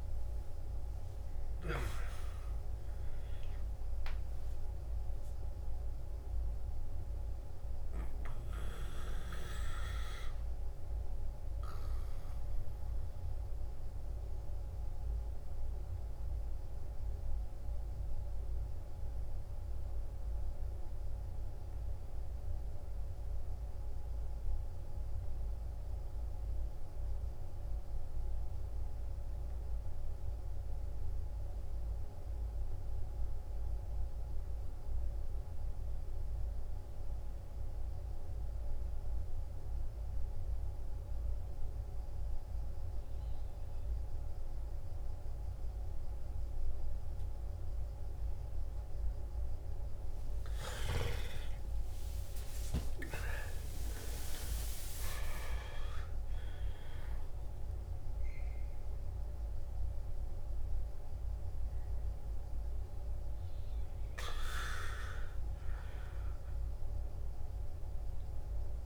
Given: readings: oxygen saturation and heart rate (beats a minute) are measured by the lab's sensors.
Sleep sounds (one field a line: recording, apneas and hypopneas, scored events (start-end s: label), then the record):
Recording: breathing in sleep by a room microphone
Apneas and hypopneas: 1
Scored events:
0.00-21.00 s: oxygen desaturation (device-marked, oxygen 85% lowest, heart rate 54 extreme)
7.00-50.00 s: mixed apnea (oxygen 96% before, 85% lowest, heart rate 66 before, 54 extreme, up 15 after)
40.00-68.86 s: oxygen desaturation (device-marked, oxygen 97% before, 85% lowest, heart rate 56 before, 58 extreme)
51.00-54.50 s: arousal
From the record:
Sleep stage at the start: N2 (light sleep)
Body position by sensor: on the back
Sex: male